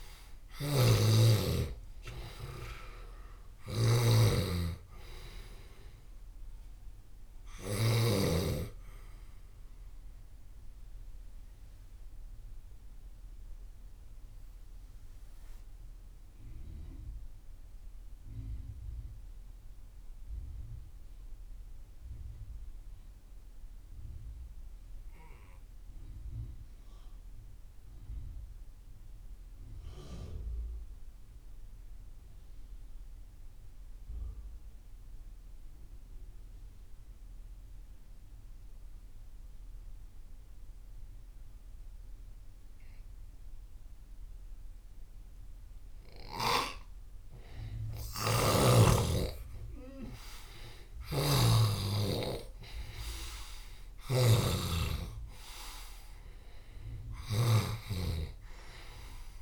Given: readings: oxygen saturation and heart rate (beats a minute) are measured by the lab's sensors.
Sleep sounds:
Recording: breathing in sleep by a room microphone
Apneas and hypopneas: 1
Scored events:
0.00-8.00 s: snoring (device-marked)
0.00-22.00 s: oxygen desaturation (device-marked, oxygen 83% lowest)
10.50-47.00 s: mixed apnea (oxygen 96% before, 83% lowest)
39.00-59.42 s: oxygen desaturation (device-marked, oxygen 98% before, 83% lowest)
47.50-59.42 s: snoring (device-marked)
48.50-51.50 s: arousal
From the record:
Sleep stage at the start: N2 (light sleep)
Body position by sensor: on the left side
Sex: male

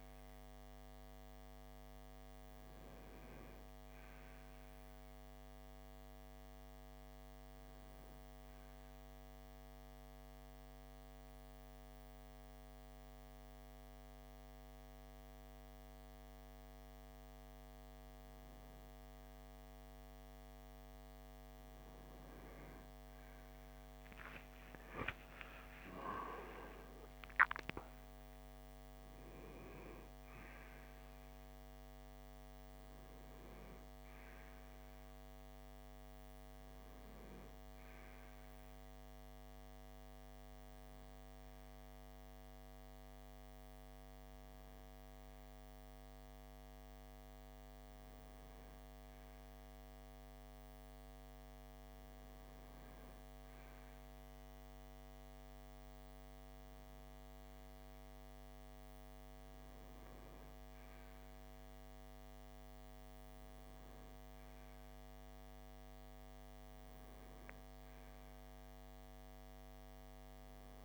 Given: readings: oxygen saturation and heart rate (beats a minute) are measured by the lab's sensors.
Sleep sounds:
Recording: breathing in sleep, hard to hear, by a microphone on the trachea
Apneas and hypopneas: 1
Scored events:
8.00-18.00 s: central apnea (oxygen 97% before, 93% lowest)
21.00-25.50 s: arousal
From the record:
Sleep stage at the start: N1 (lightest sleep)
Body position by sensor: on the right side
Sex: male

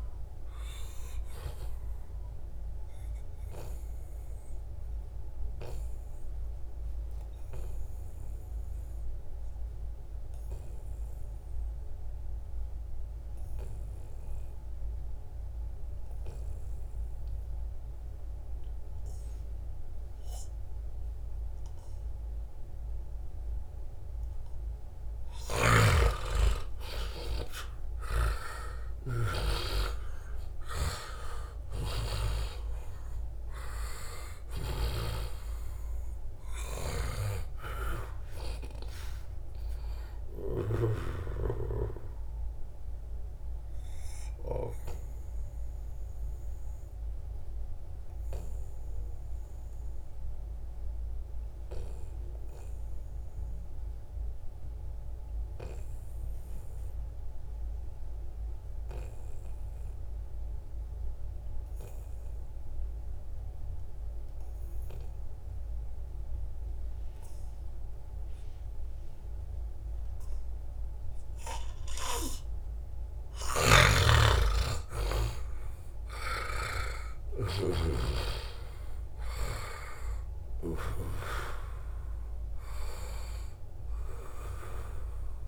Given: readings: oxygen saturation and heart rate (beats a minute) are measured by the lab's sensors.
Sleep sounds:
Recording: breathing in sleep by a room microphone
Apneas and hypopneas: 2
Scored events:
0.00-13.00 s: oxygen desaturation (device-marked, oxygen 90% lowest, heart rate 72 extreme)
2.00-24.50 s: obstructive apnea (oxygen 96% before, 89% lowest, heart rate 77 before, 72 extreme, up 10 after)
19.00-21.00 s: long interval between heartbeats (device-marked, heart rate 80 before, 83 extreme)
25.00-35.00 s: snoring (device-marked)
26.50-31.00 s: arousal
27.50-29.50 s: long interval between heartbeats (device-marked, heart rate 78 before, 81 extreme)
29.00-48.00 s: oxygen desaturation (device-marked, oxygen 97% before, 89% lowest, heart rate 78 before, 69 extreme)
42.00-71.50 s: obstructive apnea (oxygen 97% before, 86% lowest, heart rate 82 before, 68 extreme, up 1 after)
64.00-85.48 s: oxygen desaturation (device-marked, oxygen 97% before, 86% lowest, heart rate 77 before, 68 extreme)
73.00-78.00 s: snoring (device-marked)
73.50-77.00 s: arousal
From the record:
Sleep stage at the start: N2 (light sleep)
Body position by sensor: on the back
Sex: male

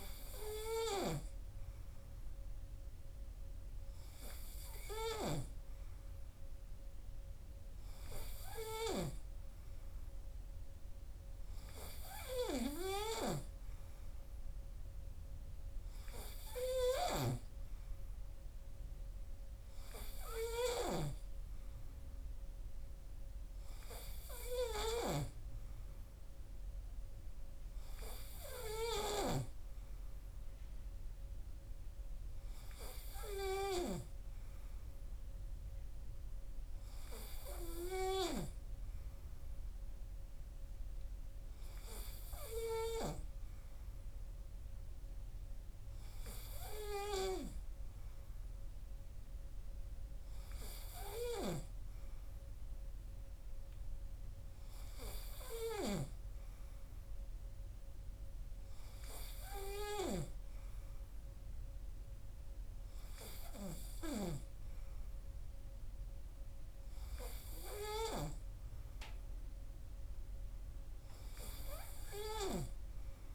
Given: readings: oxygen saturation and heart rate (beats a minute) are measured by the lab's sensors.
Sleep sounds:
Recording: breathing in sleep by a room microphone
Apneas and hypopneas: none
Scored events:
none scored
From the record:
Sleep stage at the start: N3 (deep sleep)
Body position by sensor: on the right side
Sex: male

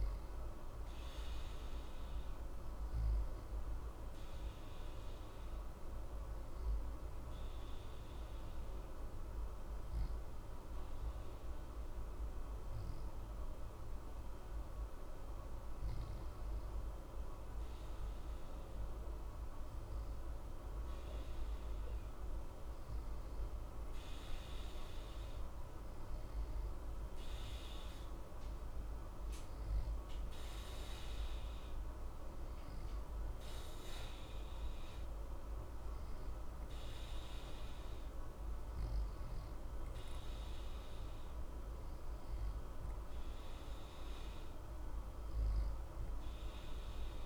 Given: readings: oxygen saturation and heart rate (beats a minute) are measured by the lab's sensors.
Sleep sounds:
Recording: breathing in sleep, hard to hear, by a room microphone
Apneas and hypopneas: 1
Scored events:
0.00-15.00 s: oxygen desaturation (device-marked, oxygen 88% lowest, heart rate 60 extreme)
4.00-21.50 s: obstructive apnea (oxygen 92% before, 88% lowest, heart rate 60 before, 60 extreme, up 2 after)
24.50-29.00 s: arousal
34.00-47.00 s: oxygen desaturation (device-marked, oxygen 92% before, 89% lowest, heart rate 61 before, 60 extreme)
From the record:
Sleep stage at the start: N2 (light sleep)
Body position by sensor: on the back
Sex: male

